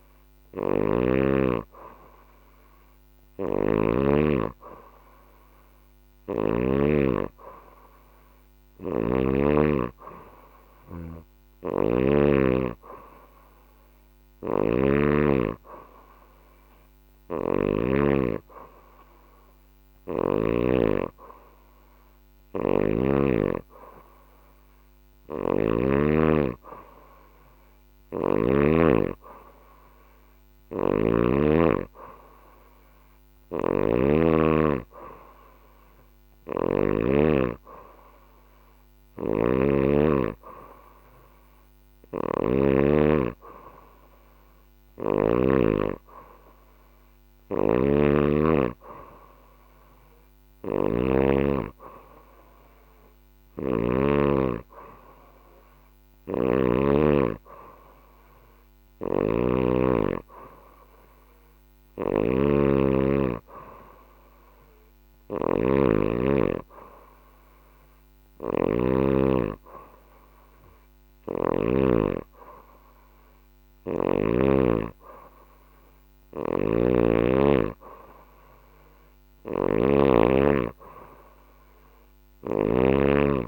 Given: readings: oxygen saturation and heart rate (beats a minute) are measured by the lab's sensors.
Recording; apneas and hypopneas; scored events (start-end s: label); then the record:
breathing in sleep by a microphone on the trachea; none
2.50-6.00 s: snoring (device-marked)
10.50-17.00 s: snoring (device-marked)
19.00-22.50 s: snoring (device-marked)
24.50-28.00 s: snoring (device-marked)
30.00-36.50 s: snoring (device-marked)
38.50-42.00 s: snoring (device-marked)
46.50-50.50 s: snoring (device-marked)
52.50-56.00 s: snoring (device-marked)
58.00-71.00 s: snoring (device-marked)
75.50-83.48 s: snoring (device-marked)
From the record:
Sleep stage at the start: N2 (light sleep); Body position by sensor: on the back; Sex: female